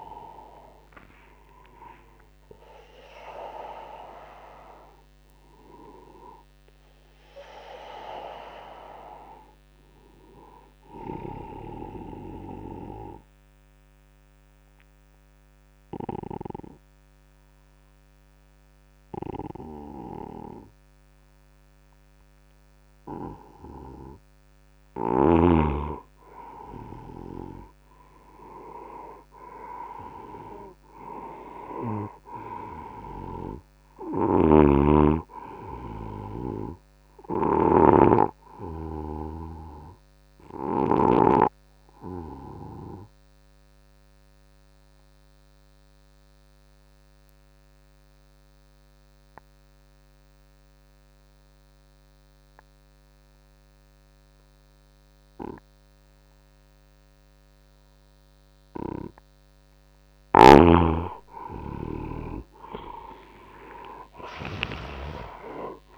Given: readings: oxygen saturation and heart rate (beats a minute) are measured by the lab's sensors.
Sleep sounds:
breathing in sleep by a microphone on the trachea; 2
11.00-24.50 s: obstructive apnea (oxygen 99% before, 90% lowest, heart rate 84 before, 72 extreme, up 9 after)
26.00-65.98 s: new sleep stage, N2 (light sleep)
26.50-30.50 s: arousal
28.00-47.00 s: oxygen desaturation (device-marked, oxygen 97% before, 92% lowest, heart rate 81 before, 69 extreme)
33.50-40.50 s: snoring (device-marked)
40.50-59.00 s: obstructive apnea (oxygen 97% before, 89% lowest, heart rate 78 before, 69 extreme, up 18 after)
59.00-65.98 s: oxygen desaturation (device-marked, oxygen 96% before, 90% lowest, heart rate 73 before, 71 extreme)
61.50-65.98 s: arousal
From the record:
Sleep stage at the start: N1 (lightest sleep); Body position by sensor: on the right side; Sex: male

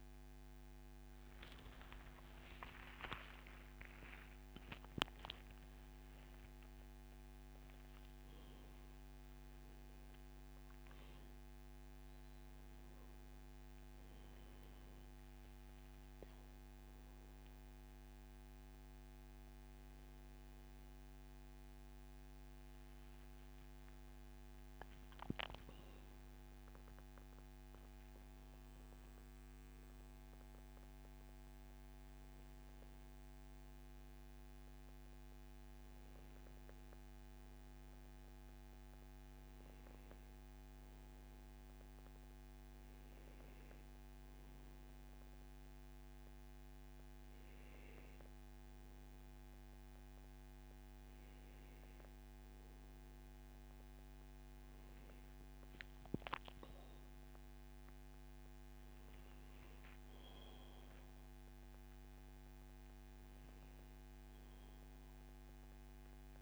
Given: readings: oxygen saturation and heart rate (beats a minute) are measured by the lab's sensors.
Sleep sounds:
a person awake in a sleep study, hard to hear, by a microphone on the trachea; none
22.00-24.00 s: long interval between heartbeats (device-marked, heart rate 136 before, 129 extreme)
45.00-47.00 s: long interval between heartbeats (device-marked, heart rate 131 before, 94 extreme)
50.50-52.50 s: long interval between heartbeats (device-marked, heart rate 125 before, 105 extreme)
From the record:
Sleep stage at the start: awake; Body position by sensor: on the back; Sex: male

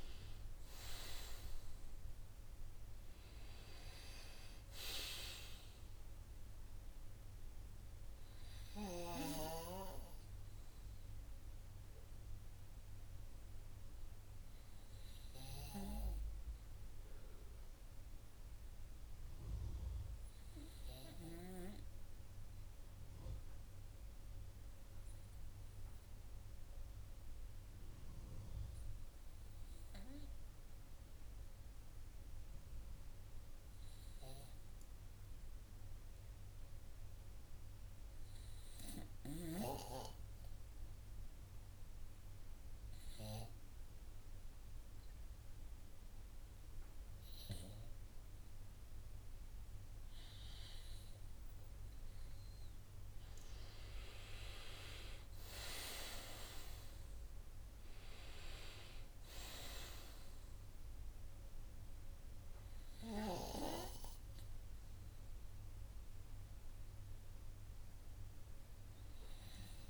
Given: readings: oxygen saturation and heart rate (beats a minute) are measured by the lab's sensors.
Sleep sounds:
breathing in sleep by a room microphone; 1
0.00-1.50 s: arousal
18.00-47.50 s: hypopnea (oxygen 98% before, 93% lowest, heart rate 72 before, 51 extreme, up 4 after)
44.00-69.90 s: oxygen desaturation (device-marked, oxygen 98% before, 93% lowest, heart rate 54 before, 50 extreme)
52.50-56.50 s: arousal
From the record:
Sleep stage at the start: N2 (light sleep); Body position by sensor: on the right side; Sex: male

